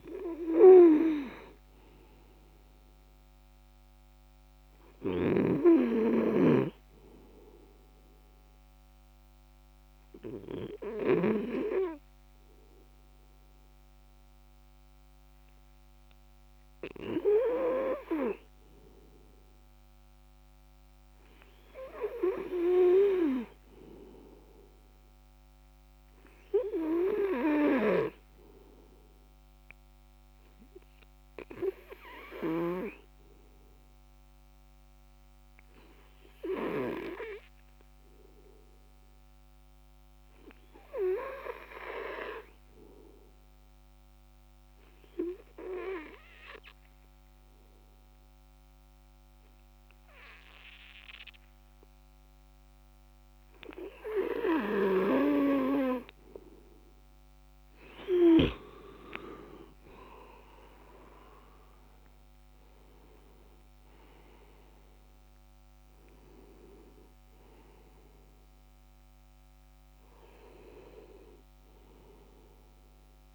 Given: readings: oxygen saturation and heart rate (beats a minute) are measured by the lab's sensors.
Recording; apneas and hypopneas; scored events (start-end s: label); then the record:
breathing in sleep by a microphone on the trachea; 2
0.00-18.00 s: oxygen desaturation (device-marked, oxygen 92% lowest, heart rate 149 extreme)
6.00-17.50 s: obstructive apnea (oxygen 97% before, 92% lowest, heart rate 168 before, 149 extreme, up 11 after)
21.00-24.50 s: arousal
34.00-56.50 s: obstructive apnea (oxygen 98% before, 92% lowest, heart rate 171 before, 96 extreme, up 6 after)
58.00-61.50 s: arousal
From the record:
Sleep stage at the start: N2 (light sleep); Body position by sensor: on the back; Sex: male